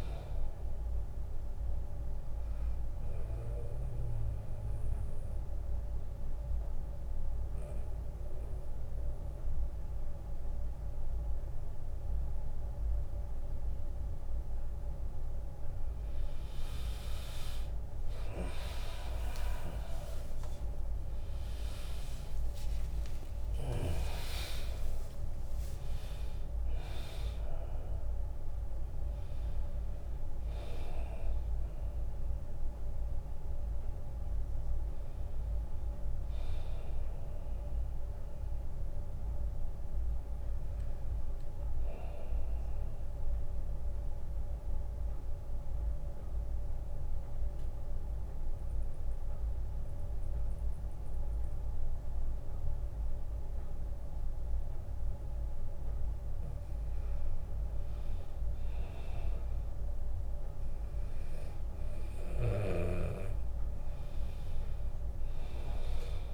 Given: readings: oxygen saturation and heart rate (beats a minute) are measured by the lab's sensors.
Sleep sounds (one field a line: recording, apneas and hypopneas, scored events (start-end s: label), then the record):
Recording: breathing in sleep by a room microphone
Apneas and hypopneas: 2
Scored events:
0.00-16.00 s: oxygen desaturation (device-marked, oxygen 94% lowest, heart rate 64 extreme)
3.00-15.00 s: mixed apnea (oxygen 100% before, 93% lowest, heart rate 75 before, 64 extreme, up 11 after)
19.50-21.50 s: long interval between heartbeats (device-marked, heart rate 78 before, 83 extreme)
20.00-24.50 s: arousal
21.00-33.00 s: drop in pulse transit time (device-marked, heart rate 79 before, 68 extreme)
26.00-28.00 s: long interval between heartbeats (device-marked, heart rate 82 before, 85 extreme)
27.00-32.00 s: oxygen desaturation (device-marked, oxygen 99% before, 95% lowest, heart rate 83 before, 50 extreme)
33.00-35.00 s: long interval between heartbeats (device-marked, heart rate 82 before, 64 extreme)
42.50-55.50 s: central apnea (oxygen 100% before, 90% lowest, heart rate 76 before, 50 extreme, up 24 after)
43.50-45.50 s: long interval between heartbeats (device-marked, heart rate 75 before, 73 extreme)
48.00-54.00 s: bradycardia (device-marked, heart rate 81 before, 50 extreme)
49.50-51.50 s: long interval between heartbeats (device-marked, heart rate 69 before, 63 extreme)
56.50-61.50 s: arousal
From the record:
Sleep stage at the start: N2 (light sleep)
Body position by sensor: on the back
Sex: male